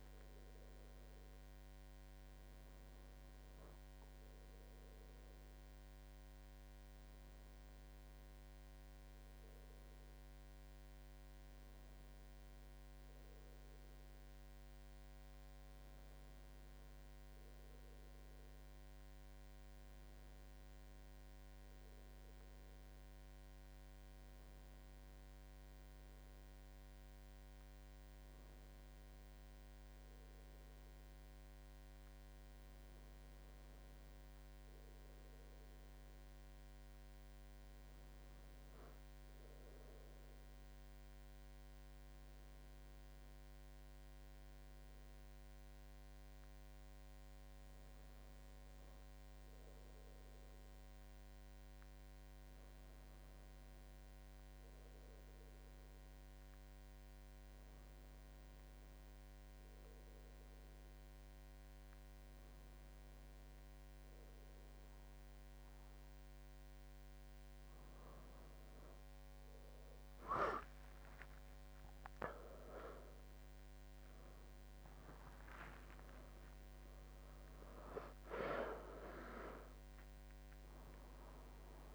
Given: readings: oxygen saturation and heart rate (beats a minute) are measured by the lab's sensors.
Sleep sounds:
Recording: breathing in sleep, hard to hear, by a microphone on the trachea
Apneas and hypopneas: none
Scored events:
0.00-1.50 s: arousal
79.50-81.95 s: new sleep stage, awake
From the record:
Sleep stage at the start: N1 (lightest sleep)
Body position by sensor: on the left side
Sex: male

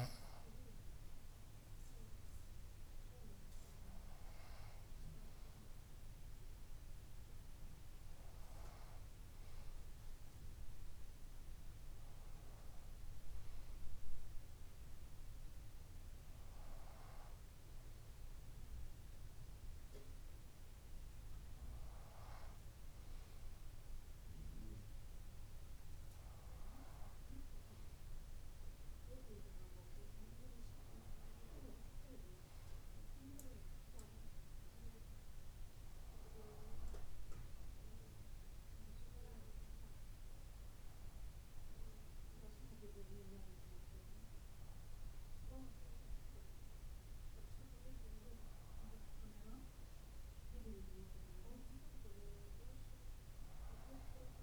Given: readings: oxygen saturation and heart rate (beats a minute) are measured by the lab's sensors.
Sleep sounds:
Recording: breathing in sleep by a room microphone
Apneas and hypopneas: none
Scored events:
3.50-54.43 s: new sleep stage, N2 (light sleep)
4.50-10.50 s: bradycardia (device-marked, heart rate 63 before, 59 extreme)
26.50-33.50 s: bradycardia (device-marked, heart rate 63 before, 58 extreme)
36.50-49.50 s: bradycardia (device-marked, heart rate 62 before, 55 extreme)
From the record:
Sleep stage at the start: N3 (deep sleep)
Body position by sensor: on the front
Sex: female

